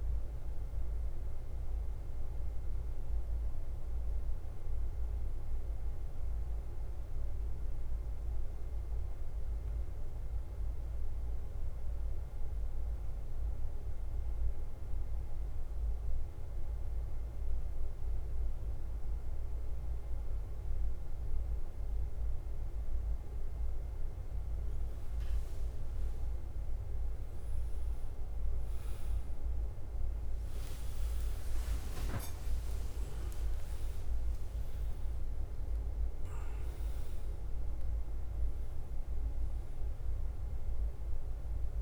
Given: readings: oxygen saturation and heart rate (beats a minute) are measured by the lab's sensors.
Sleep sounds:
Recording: breathing in sleep, hard to hear, by a room microphone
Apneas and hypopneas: 1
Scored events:
0.00-20.00 s: oxygen desaturation (device-marked, oxygen 94% lowest, heart rate 48 extreme)
0.00-41.82 s: bradycardia (device-marked, heart rate 48 extreme)
1.50-23.50 s: mixed apnea (oxygen 100% before, 94% lowest, heart rate 53 before, 48 extreme, up 4 after)
30.00-35.00 s: arousal
From the record:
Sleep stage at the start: N2 (light sleep)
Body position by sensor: on the back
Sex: male

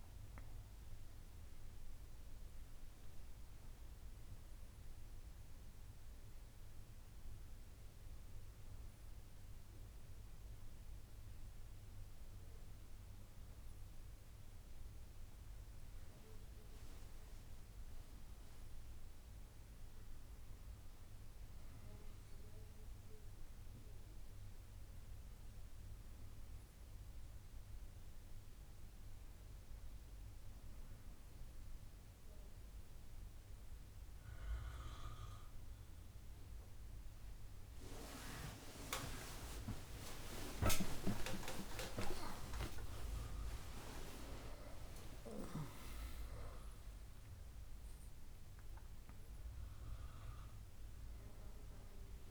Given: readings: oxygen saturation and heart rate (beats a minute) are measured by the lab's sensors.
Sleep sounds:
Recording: breathing in sleep by a room microphone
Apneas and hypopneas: none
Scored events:
38.50-45.50 s: arousal
From the record:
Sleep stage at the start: N1 (lightest sleep)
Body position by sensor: on the back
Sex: female

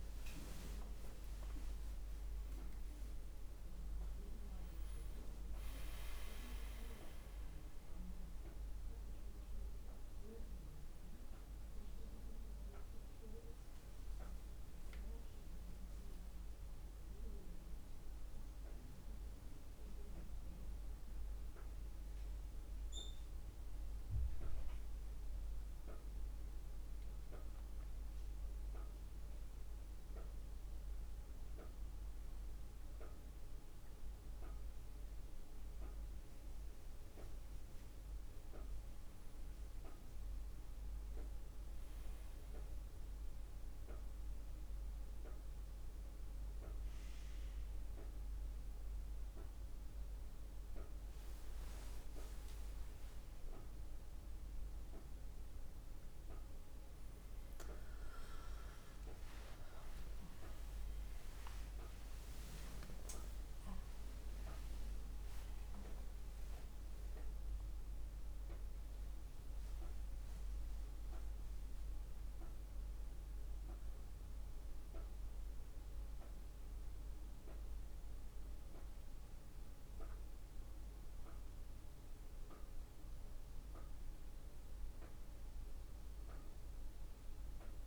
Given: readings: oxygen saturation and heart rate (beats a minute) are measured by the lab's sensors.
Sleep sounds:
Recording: breathing in sleep by a room microphone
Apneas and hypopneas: none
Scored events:
60.00-65.00 s: arousal
From the record:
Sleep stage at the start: N1 (lightest sleep)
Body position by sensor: on the back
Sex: female

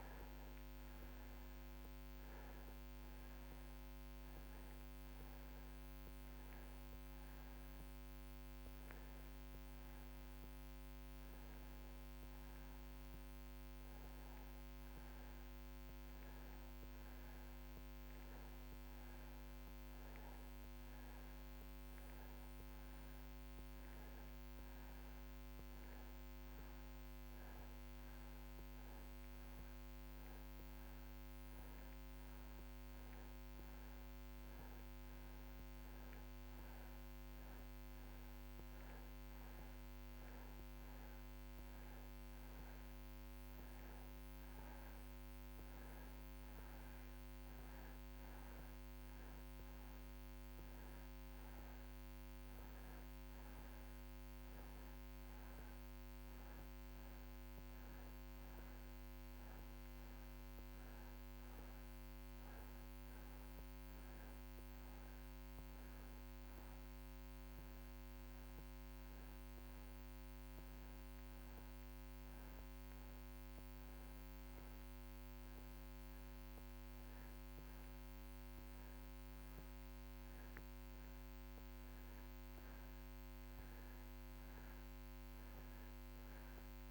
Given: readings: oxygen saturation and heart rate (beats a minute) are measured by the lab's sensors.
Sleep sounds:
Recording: breathing in sleep, hard to hear, by a microphone on the trachea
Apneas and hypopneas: 1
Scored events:
25.00-36.00 s: hypopnea (oxygen 94% before, 91% lowest)
39.00-43.50 s: arousal
From the record:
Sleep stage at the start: N1 (lightest sleep)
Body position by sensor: on the back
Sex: male

